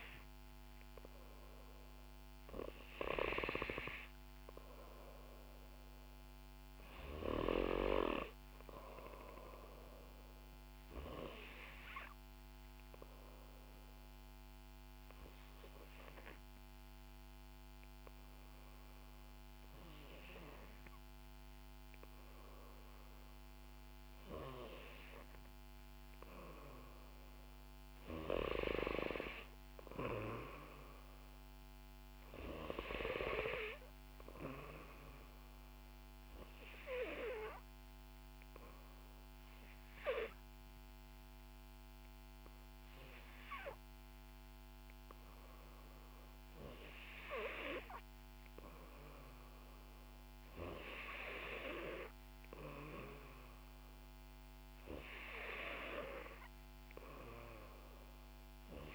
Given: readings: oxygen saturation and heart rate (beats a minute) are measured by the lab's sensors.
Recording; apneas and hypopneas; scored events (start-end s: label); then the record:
breathing in sleep by a microphone on the trachea; 2
11.50-24.00 s: obstructive apnea (oxygen 91% before, 88% lowest, heart rate 65 before, 60 extreme, up 5 after)
27.50-30.50 s: arousal
36.00-48.50 s: obstructive apnea (oxygen 93% before, 88% lowest, heart rate 63 before, 62 extreme, up 4 after)
54.00-58.00 s: arousal
54.50-58.95 s: oxygen desaturation (device-marked, oxygen 93% before, 90% lowest, heart rate 64 before, 62 extreme)
From the record:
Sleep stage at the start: N3 (deep sleep); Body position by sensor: on the back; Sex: female